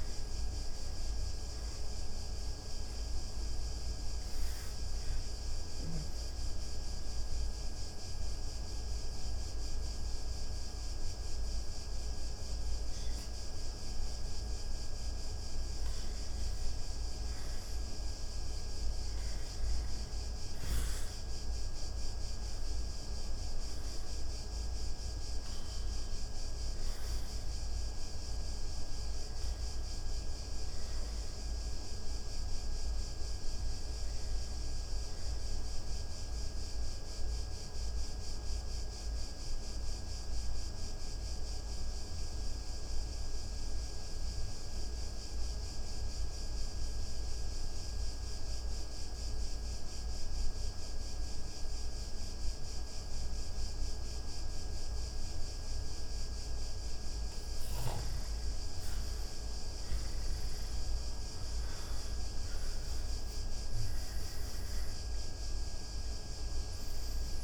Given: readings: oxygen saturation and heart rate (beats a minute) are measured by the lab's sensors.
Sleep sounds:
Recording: breathing in sleep, hard to hear, by a room microphone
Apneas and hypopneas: 2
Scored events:
1.50-29.50 s: oxygen desaturation (device-marked, oxygen 97% before, 82% lowest)
5.00-15.50 s: mixed apnea (oxygen 97% before, 82% lowest)
19.00-24.50 s: arousal
34.50-55.50 s: central apnea (oxygen 92% before, 82% lowest)
61.00-66.50 s: arousal
63.50-67.44 s: oxygen desaturation (device-marked, oxygen 97% before, 82% lowest)
From the record:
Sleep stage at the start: N2 (light sleep)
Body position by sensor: on the back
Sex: male

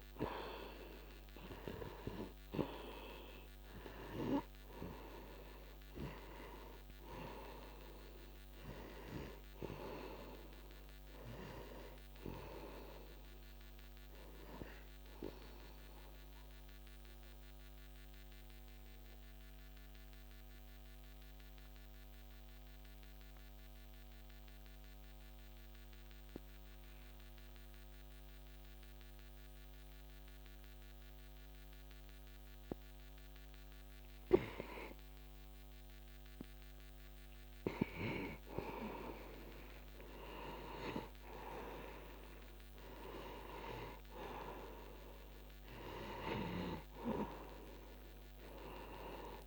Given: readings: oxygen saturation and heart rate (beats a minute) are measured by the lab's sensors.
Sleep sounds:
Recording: breathing in sleep by a microphone on the trachea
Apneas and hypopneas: 1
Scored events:
0.00-22.50 s: oxygen desaturation (device-marked, oxygen 87% lowest, heart rate 28 extreme)
16.00-38.00 s: mixed apnea (oxygen 96% before, 87% lowest, heart rate 62 before, 28 extreme, up 38 after)
40.00-44.00 s: arousal
46.50-49.46 s: oxygen desaturation (device-marked, oxygen 98% before, 87% lowest, heart rate 45 before, 63 extreme)
From the record:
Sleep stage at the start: N2 (light sleep)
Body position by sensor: on the back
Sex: male

